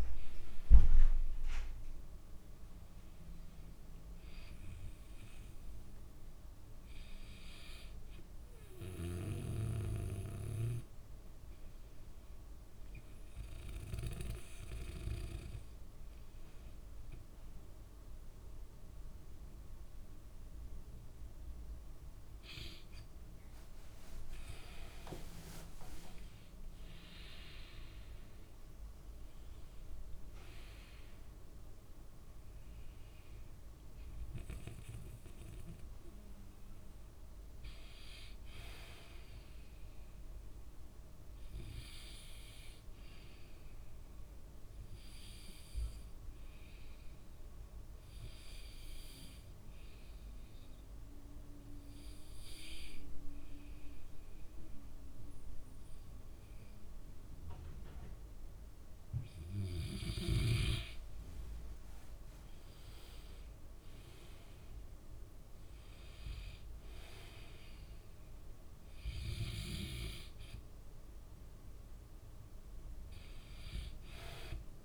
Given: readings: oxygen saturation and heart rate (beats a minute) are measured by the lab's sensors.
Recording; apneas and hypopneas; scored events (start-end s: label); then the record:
breathing in sleep by a room microphone; 2
0.00-8.00 s: oxygen desaturation (device-marked, oxygen 92% lowest, heart rate 58 extreme)
14.50-25.00 s: hypopnea (oxygen 95% before, 93% lowest, heart rate 75 before, 58 extreme, up 13 after)
25.50-29.00 s: arousal
46.00-60.50 s: hypopnea (oxygen 99% before, 91% lowest, heart rate 66 before, 58 extreme, up 10 after)
62.00-74.85 s: oxygen desaturation (device-marked, oxygen 98% before, 93% lowest, heart rate 65 before, 58 extreme)
62.50-66.00 s: arousal
From the record:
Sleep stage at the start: N2 (light sleep); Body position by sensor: on the back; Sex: male